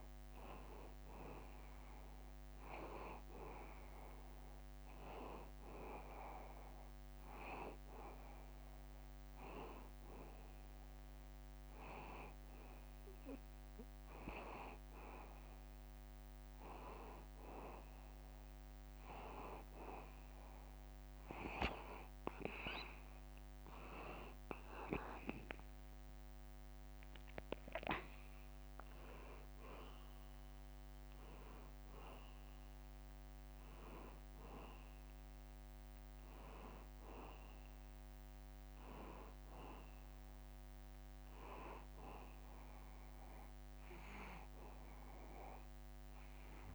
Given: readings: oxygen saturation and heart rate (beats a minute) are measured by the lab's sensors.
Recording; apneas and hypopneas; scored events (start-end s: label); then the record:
breathing in sleep by a microphone on the trachea; none
25.50-29.50 s: arousal
From the record:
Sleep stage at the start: N2 (light sleep); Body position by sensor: on the back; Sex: male